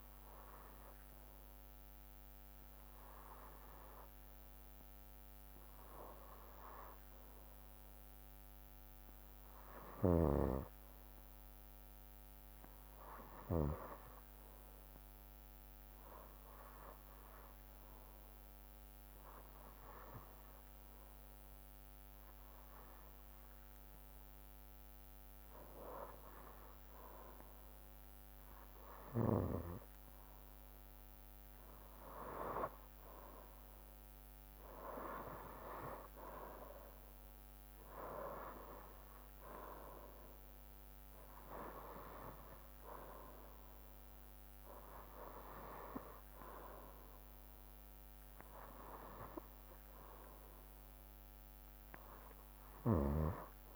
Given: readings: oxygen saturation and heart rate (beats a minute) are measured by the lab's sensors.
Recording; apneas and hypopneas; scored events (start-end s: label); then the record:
breathing in sleep by a microphone on the trachea; 1
7.50-24.50 s: hypopnea (oxygen 96% before, 92% lowest, heart rate 65 before, 65 extreme, up 4 after)
27.00-30.50 s: arousal
From the record:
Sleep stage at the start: N2 (light sleep); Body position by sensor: on the right side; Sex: male